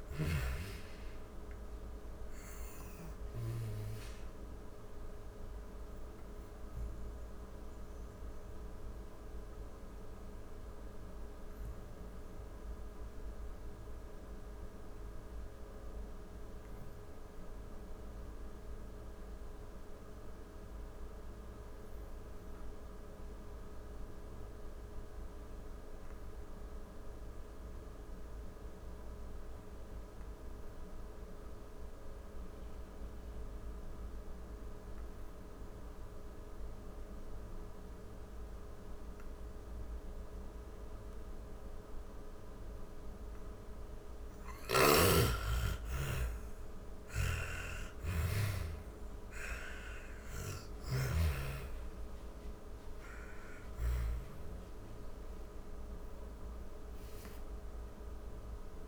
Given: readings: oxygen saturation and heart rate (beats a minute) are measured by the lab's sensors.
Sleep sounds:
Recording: breathing in sleep by a room microphone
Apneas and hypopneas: 1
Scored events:
0.00-17.50 s: oxygen desaturation (device-marked, oxygen 82% lowest, heart rate 46 extreme)
0.50-21.50 s: obstructive apnea (oxygen 98% before, 82% lowest, heart rate 80 before, 46 extreme, up 9 after)
24.50-28.00 s: arousal
35.50-58.87 s: oxygen desaturation (device-marked, oxygen 98% before, 83% lowest, heart rate 52 before, 47 extreme)
43.00-46.50 s: snoring (device-marked)
47.00-50.50 s: arousal
From the record:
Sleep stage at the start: N2 (light sleep)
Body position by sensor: on the back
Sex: female

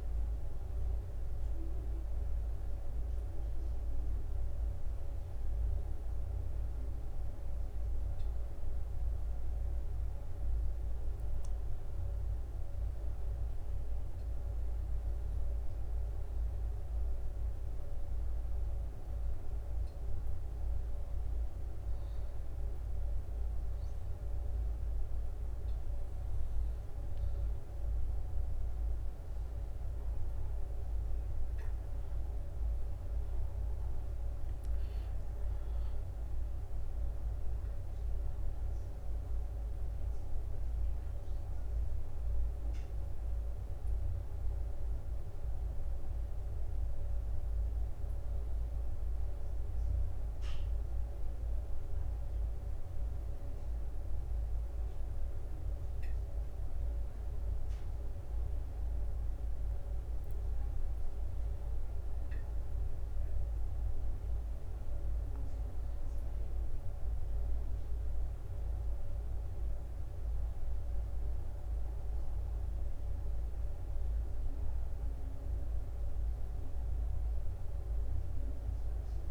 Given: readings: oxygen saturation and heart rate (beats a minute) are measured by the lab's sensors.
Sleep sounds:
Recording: breathing in sleep, hard to hear, by a room microphone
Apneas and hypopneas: 2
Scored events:
19.50-30.50 s: obstructive apnea (oxygen 96% before, 93% lowest)
33.50-38.00 s: arousal
35.00-52.00 s: oxygen desaturation (device-marked, oxygen 96% before, 93% lowest)
48.00-60.00 s: obstructive apnea (oxygen 96% before, 95% lowest)
64.00-69.00 s: arousal
From the record:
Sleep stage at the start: N2 (light sleep)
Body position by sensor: on the back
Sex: male

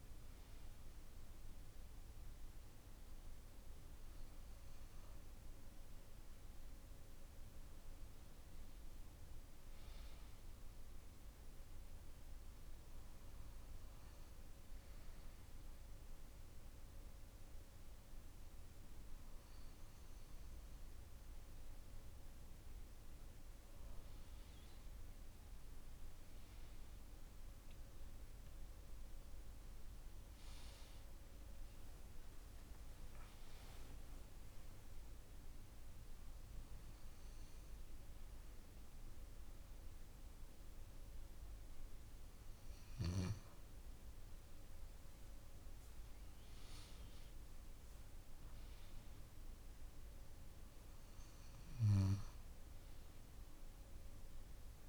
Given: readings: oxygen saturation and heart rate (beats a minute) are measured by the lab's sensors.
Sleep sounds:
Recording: breathing in sleep, hard to hear, by a room microphone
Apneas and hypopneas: 1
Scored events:
11.00-23.00 s: hypopnea (oxygen 95% before, 92% lowest, heart rate 108 before, 69 extreme, up 51 after)
27.00-32.50 s: arousal
From the record:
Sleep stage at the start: N2 (light sleep)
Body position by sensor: on the left side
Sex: male

